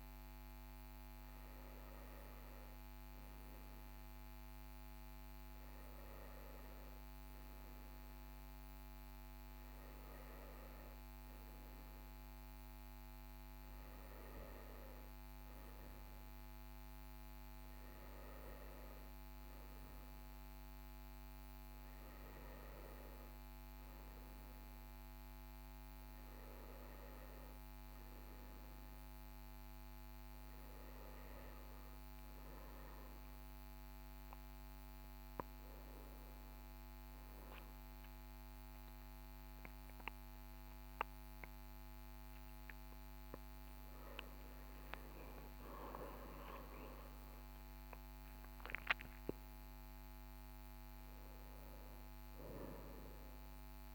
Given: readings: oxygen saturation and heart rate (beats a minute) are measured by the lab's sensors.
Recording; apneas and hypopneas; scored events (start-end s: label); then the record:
breathing in sleep, hard to hear, by a microphone on the trachea; none
none scored
From the record:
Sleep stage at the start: N1 (lightest sleep); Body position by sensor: on the right side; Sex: male